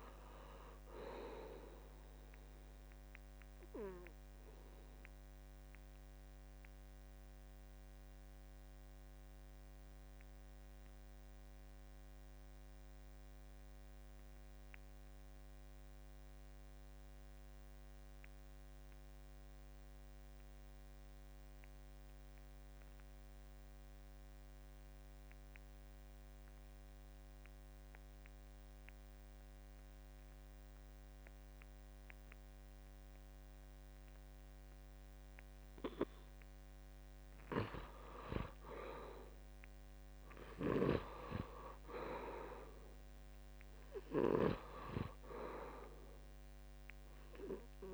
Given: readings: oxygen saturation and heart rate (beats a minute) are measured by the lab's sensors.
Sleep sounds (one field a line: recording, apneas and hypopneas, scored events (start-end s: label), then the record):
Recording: breathing in sleep by a microphone on the trachea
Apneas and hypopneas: 1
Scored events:
0.00-22.50 s: oxygen desaturation (device-marked, oxygen 78% lowest, heart rate 66 extreme)
5.50-36.50 s: obstructive apnea (oxygen 95% before, 75% lowest, heart rate 77 before, 65 extreme, up 6 after)
24.50-47.94 s: oxygen desaturation (device-marked, oxygen 97% before, 76% lowest, heart rate 69 before, 65 extreme)
38.00-41.50 s: arousal
From the record:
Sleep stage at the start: N2 (light sleep)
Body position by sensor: on the back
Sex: male